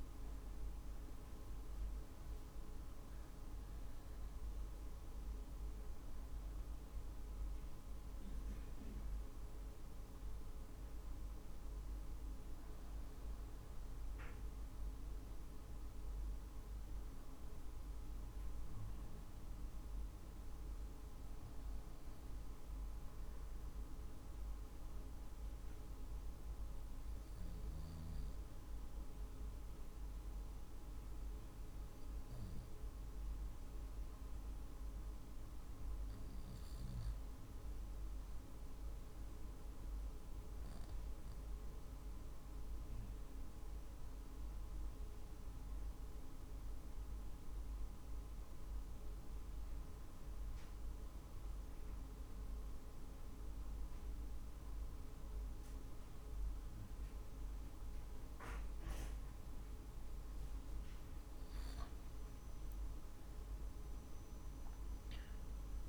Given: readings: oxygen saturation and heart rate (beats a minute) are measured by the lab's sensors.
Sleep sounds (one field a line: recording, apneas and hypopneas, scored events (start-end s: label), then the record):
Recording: breathing in sleep, hard to hear, by a room microphone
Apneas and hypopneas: 1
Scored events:
0.00-6.50 s: oxygen desaturation (device-marked, oxygen 91% lowest, heart rate 48 extreme)
0.00-17.50 s: drop in pulse transit time (device-marked, heart rate 50 extreme)
16.50-20.50 s: arousal
24.50-60.00 s: obstructive apnea (oxygen 93% before, 86% lowest, heart rate 51 before, 47 extreme, up 4 after)
27.50-52.50 s: oxygen desaturation (device-marked, oxygen 93% before, 86% lowest, heart rate 50 before, 47 extreme)
62.50-65.89 s: arousal
From the record:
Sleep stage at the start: REM sleep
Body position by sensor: on the back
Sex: male